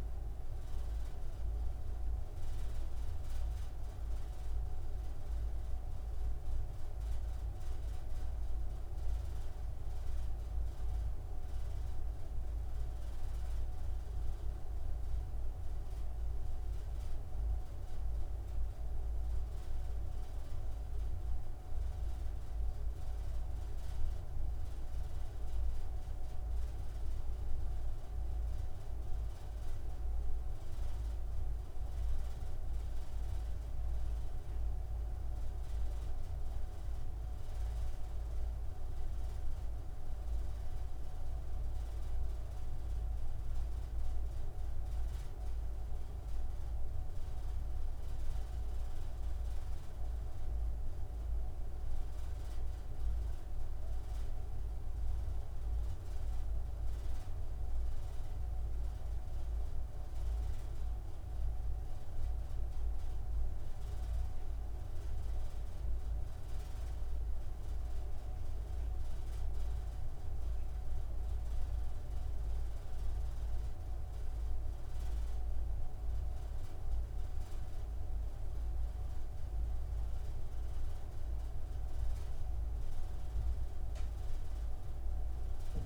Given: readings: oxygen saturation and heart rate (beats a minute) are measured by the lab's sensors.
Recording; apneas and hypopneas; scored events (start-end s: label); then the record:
breathing in sleep, hard to hear, by a room microphone; none
none scored
From the record:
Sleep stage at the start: N3 (deep sleep); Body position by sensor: on the front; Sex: male